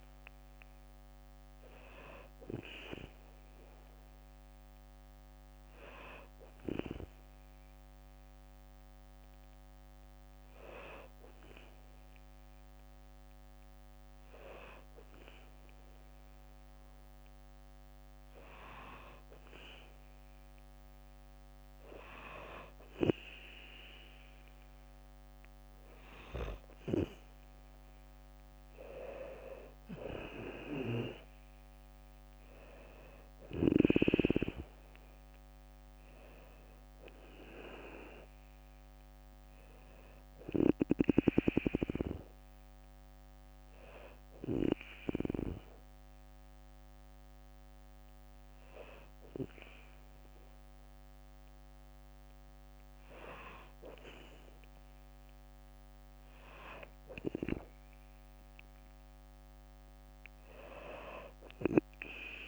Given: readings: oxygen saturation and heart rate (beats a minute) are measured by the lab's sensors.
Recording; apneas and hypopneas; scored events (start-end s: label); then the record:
breathing in sleep by a microphone on the trachea; 2
7.50-19.00 s: hypopnea (oxygen 97% before, 93% lowest, heart rate 64 before, 61 extreme, up 2 after)
22.00-24.50 s: arousal
26.50-41.50 s: oxygen desaturation (device-marked, oxygen 97% before, 93% lowest, heart rate 61 before, 60 extreme)
34.50-50.50 s: drop in pulse transit time (device-marked, heart rate 63 before, 60 extreme)
42.00-53.50 s: hypopnea (oxygen 97% before, 94% lowest, heart rate 65 before, 60 extreme, up 3 after)
55.50-58.50 s: arousal
From the record:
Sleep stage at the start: N2 (light sleep); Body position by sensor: on the back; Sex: female